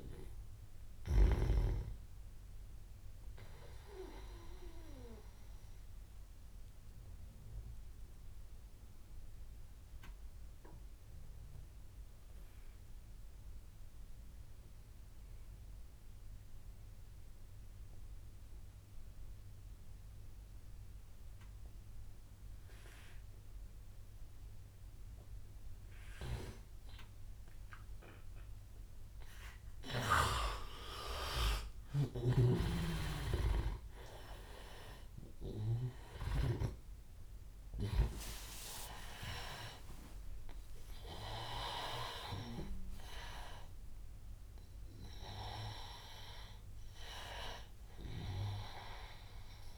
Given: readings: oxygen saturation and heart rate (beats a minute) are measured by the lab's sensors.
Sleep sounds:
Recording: breathing in sleep by a room microphone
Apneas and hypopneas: 1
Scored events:
0.00-6.00 s: oxygen desaturation (device-marked, oxygen 88% lowest, heart rate 77 extreme)
1.50-28.00 s: obstructive apnea (oxygen 97% before, 88% lowest, heart rate 89 before, 77 extreme, up 3 after)
24.00-48.00 s: oxygen desaturation (device-marked, oxygen 98% before, 88% lowest, heart rate 84 before, 80 extreme)
31.00-36.00 s: arousal
From the record:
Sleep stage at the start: N2 (light sleep)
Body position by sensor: on the back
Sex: male

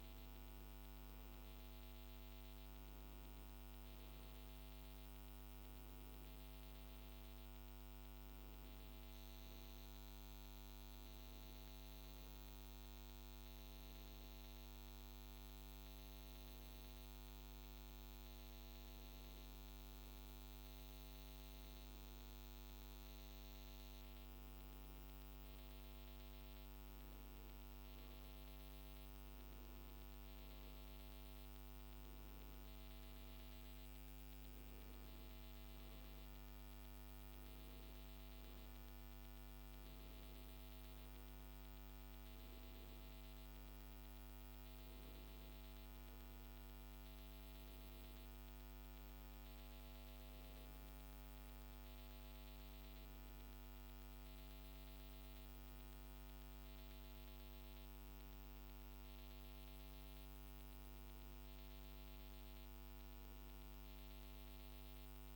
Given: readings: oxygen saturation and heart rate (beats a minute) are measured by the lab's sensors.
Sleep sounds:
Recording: a person awake in a sleep study, hard to hear, by a microphone on the trachea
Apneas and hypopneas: none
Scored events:
none scored
From the record:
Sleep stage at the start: awake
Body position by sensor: on the back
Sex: male

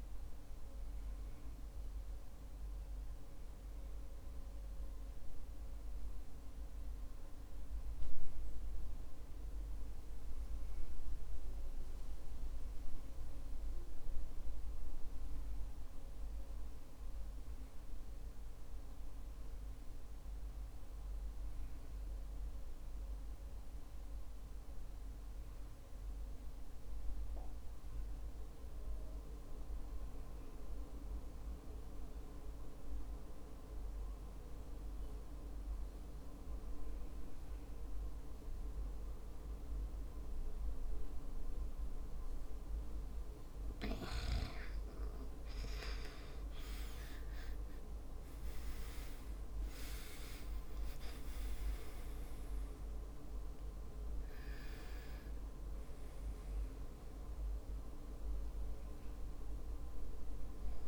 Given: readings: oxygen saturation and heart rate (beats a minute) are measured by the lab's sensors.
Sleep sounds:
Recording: breathing in sleep by a room microphone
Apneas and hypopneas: 1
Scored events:
3.00-41.00 s: obstructive apnea (oxygen 98% before, 81% lowest, heart rate 59 before, 48 extreme, up 15 after)
23.00-60.88 s: oxygen desaturation (device-marked, oxygen 96% before, 81% lowest, heart rate 56 before, 48 extreme)
46.50-50.50 s: arousal
From the record:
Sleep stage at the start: REM sleep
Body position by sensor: on the back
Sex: male

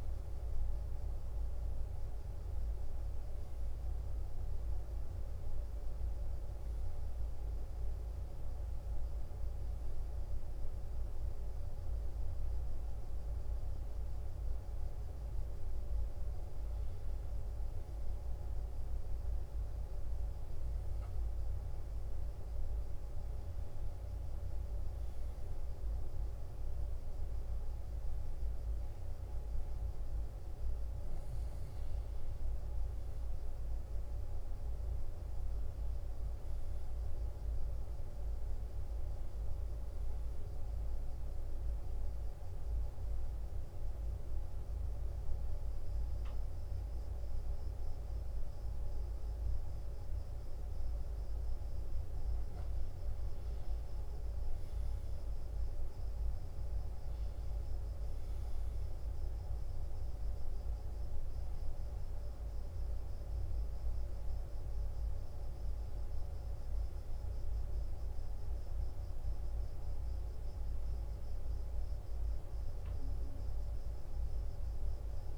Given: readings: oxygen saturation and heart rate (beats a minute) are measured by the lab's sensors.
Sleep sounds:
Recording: breathing in sleep, hard to hear, by a room microphone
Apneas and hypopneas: 1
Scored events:
14.00-75.38 s: new sleep stage, N2 (light sleep)
34.50-38.00 s: arousal
44.00-54.00 s: hypopnea (oxygen 93% before, 90% lowest, heart rate 65 before, 62 extreme, up 4 after)
55.50-59.00 s: arousal
62.00-72.00 s: oxygen desaturation (device-marked, oxygen 93% before, 90% lowest, heart rate 64 before, 64 extreme)
From the record:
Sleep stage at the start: N1 (lightest sleep)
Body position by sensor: on the back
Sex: male

